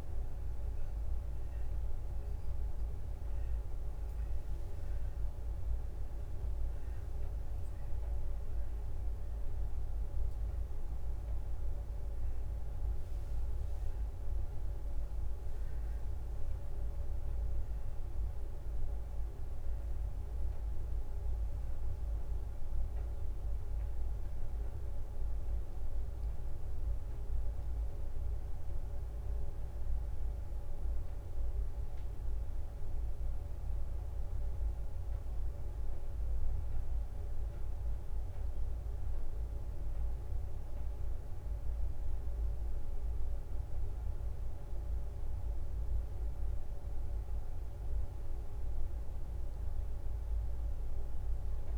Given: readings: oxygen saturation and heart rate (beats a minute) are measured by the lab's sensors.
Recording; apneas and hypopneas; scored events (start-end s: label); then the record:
a person awake in a sleep study, hard to hear, by a room microphone; none
0.00-26.00 s: oxygen desaturation (device-marked, oxygen 91% lowest, heart rate 61 extreme)
From the record:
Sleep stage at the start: awake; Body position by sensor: on the right side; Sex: female